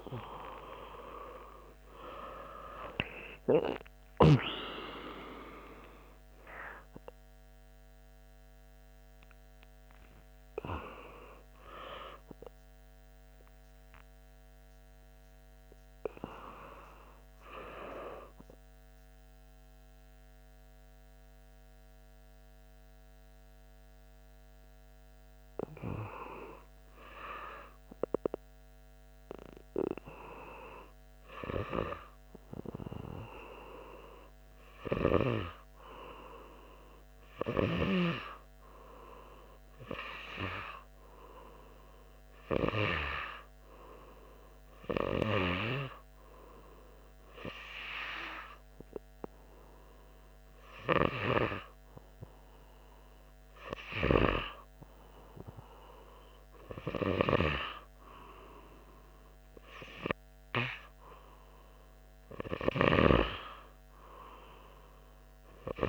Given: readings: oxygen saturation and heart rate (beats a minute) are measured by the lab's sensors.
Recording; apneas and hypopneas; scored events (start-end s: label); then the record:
breathing in sleep by a microphone on the trachea; 1
0.00-3.00 s: arousal
35.50-40.50 s: arousal
43.50-53.50 s: hypopnea (oxygen 100% before, 98% lowest, heart rate 90 before, 87 extreme, up 8 after)
55.50-60.50 s: arousal
63.00-65.89 s: snoring (device-marked)
From the record:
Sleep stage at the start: N2 (light sleep); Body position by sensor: on the front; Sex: male